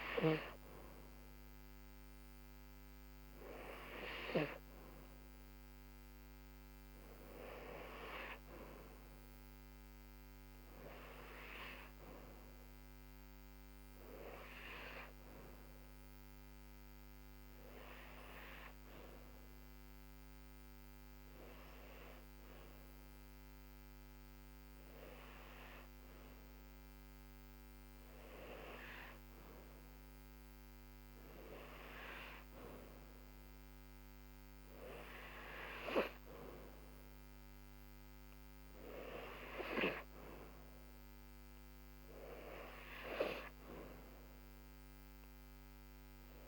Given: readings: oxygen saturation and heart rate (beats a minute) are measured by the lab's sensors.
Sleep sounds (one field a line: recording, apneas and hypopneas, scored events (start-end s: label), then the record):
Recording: a person partly awake in a sleep study, by a microphone on the trachea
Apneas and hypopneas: 1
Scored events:
4.00-46.48 s: new sleep stage, N2 (light sleep)
11.50-27.50 s: hypopnea (oxygen 98% before, 94% lowest, heart rate 75 before, 65 extreme, up 3 after)
29.00-32.00 s: arousal
From the record:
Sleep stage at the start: awake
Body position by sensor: on the back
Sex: female